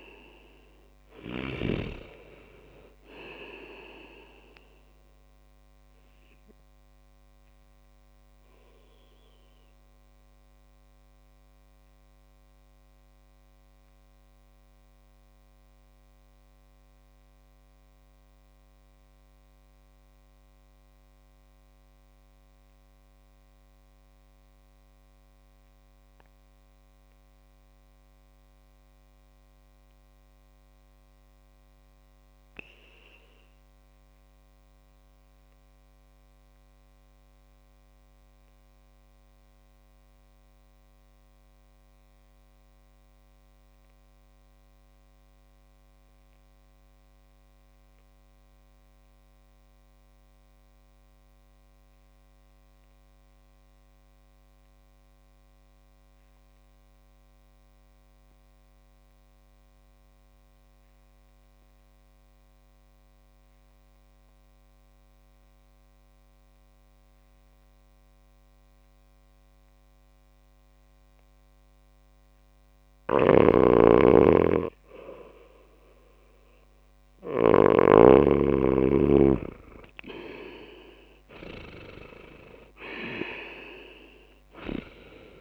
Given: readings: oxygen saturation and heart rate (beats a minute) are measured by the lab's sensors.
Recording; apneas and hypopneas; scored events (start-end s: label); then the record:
breathing in sleep by a microphone on the trachea; 1
6.00-71.00 s: obstructive apnea (oxygen 98% before, 91% lowest)
66.00-83.00 s: oxygen desaturation (device-marked, oxygen 99% before, 95% lowest)
72.50-77.50 s: snoring (device-marked)
77.50-83.00 s: arousal
From the record:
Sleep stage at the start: REM sleep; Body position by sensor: on the back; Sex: male